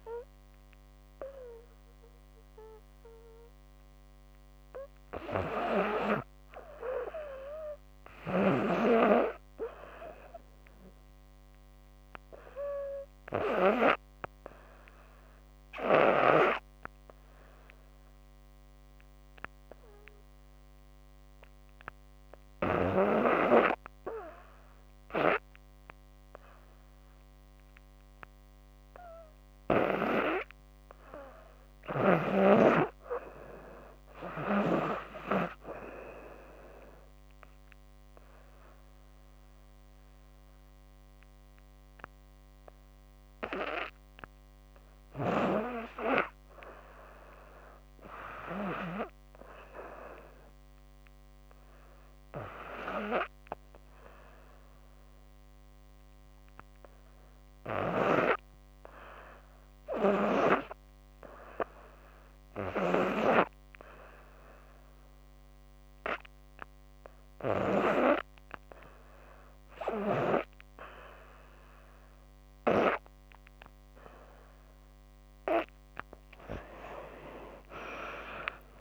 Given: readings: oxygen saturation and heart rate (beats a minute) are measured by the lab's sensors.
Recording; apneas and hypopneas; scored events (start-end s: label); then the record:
breathing in sleep by a microphone on the trachea; 3
7.00-37.00 s: oxygen desaturation (device-marked, oxygen 97% before, 88% lowest, heart rate 69 before, 60 extreme)
10.50-27.00 s: hypopnea (oxygen 98% before, 85% lowest, heart rate 68 before, 60 extreme, up 0 after)
28.50-32.00 s: arousal
36.00-46.00 s: obstructive apnea (oxygen 95% before, 85% lowest, heart rate 68 before, 69 extreme, up 3 after)
47.50-51.00 s: arousal
54.50-74.00 s: hypopnea (oxygen 92% before, 85% lowest, heart rate 71 before, 67 extreme, up 26 after)
57.00-62.50 s: snoring (device-marked)
58.00-74.00 s: oxygen desaturation (device-marked, oxygen 92% before, 85% lowest, heart rate 72 before, 67 extreme)
76.00-78.81 s: arousal
From the record:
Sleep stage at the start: N2 (light sleep); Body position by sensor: on the back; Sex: female